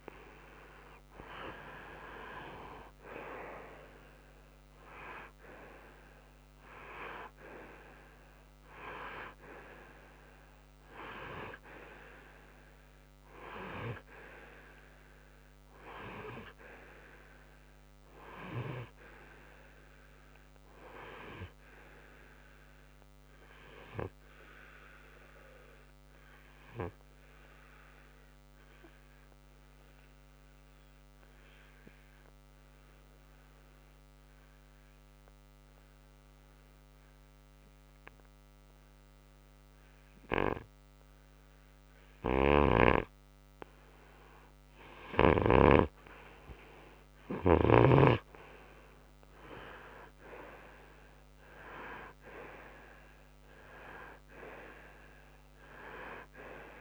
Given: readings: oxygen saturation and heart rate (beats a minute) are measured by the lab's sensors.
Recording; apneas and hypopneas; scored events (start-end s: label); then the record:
breathing in sleep by a microphone on the trachea; 1
0.00-3.50 s: arousal
2.00-18.00 s: oxygen desaturation (device-marked, oxygen 97% before, 91% lowest, heart rate 62 before, 58 extreme)
22.00-43.00 s: obstructive apnea (oxygen 97% before, 92% lowest, heart rate 63 before, 58 extreme, up 8 after)
49.00-53.00 s: arousal
From the record:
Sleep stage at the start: N2 (light sleep); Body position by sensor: on the right side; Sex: male